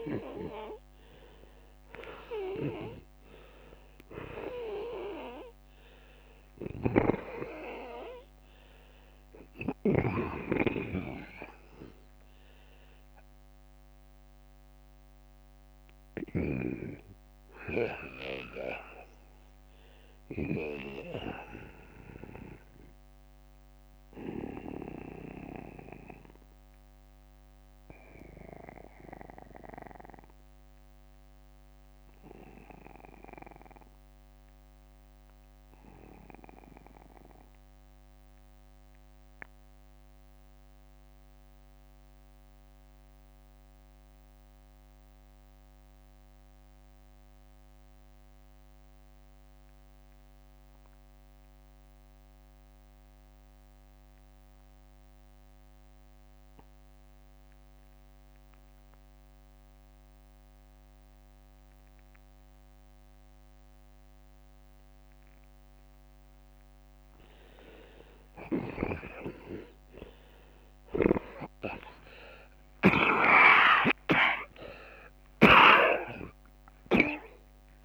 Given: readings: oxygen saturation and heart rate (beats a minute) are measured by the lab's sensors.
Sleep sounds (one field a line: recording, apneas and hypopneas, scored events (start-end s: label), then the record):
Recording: breathing in sleep by a microphone on the trachea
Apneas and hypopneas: 1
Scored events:
0.00-5.50 s: arousal
0.50-17.50 s: oxygen desaturation (device-marked, oxygen 93% before, 89% lowest, heart rate 55 before, 50 extreme)
2.00-4.00 s: long interval between heartbeats (device-marked, heart rate 56 before, 84 extreme)
18.50-20.50 s: long interval between heartbeats (device-marked, heart rate 73 before, 71 extreme)
25.50-27.50 s: long interval between heartbeats (device-marked, heart rate 73 before, 68 extreme)
25.50-42.50 s: oxygen desaturation (device-marked, oxygen 91% before, 80% lowest, heart rate 73 before, 46 extreme)
32.00-34.00 s: long interval between heartbeats (device-marked, heart rate 68 before, 59 extreme)
38.00-65.50 s: obstructive apnea (oxygen 91% before, 76% lowest, heart rate 65 before, 46 extreme)
48.50-50.50 s: long interval between heartbeats (device-marked, heart rate 53 before, 54 extreme)
60.50-75.50 s: oxygen desaturation (device-marked, oxygen 96% before, 89% lowest, heart rate 50 before, 51 extreme)
68.50-70.50 s: long interval between heartbeats (device-marked, heart rate 51 before, 85 extreme)
69.50-72.50 s: tachycardia (device-marked, heart rate 59 before, 105 extreme)
70.50-74.50 s: arousal
72.50-74.50 s: long interval between heartbeats (device-marked, heart rate 61 before, 117 extreme)
From the record:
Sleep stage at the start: N2 (light sleep)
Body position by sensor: on the back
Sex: male